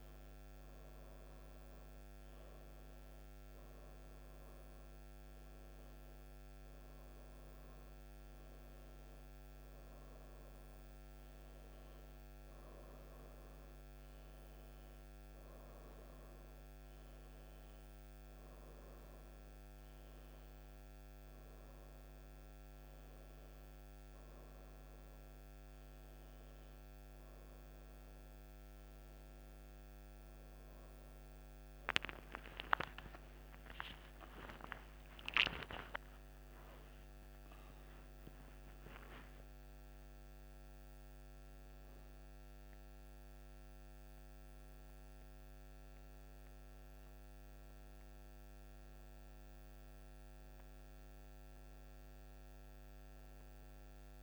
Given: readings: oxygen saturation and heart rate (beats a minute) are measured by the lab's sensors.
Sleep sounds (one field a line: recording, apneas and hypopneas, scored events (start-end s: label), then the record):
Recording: breathing in sleep by a microphone on the trachea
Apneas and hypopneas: none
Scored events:
32.50-39.50 s: arousal
From the record:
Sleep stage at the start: N1 (lightest sleep)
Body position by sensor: on the right side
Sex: female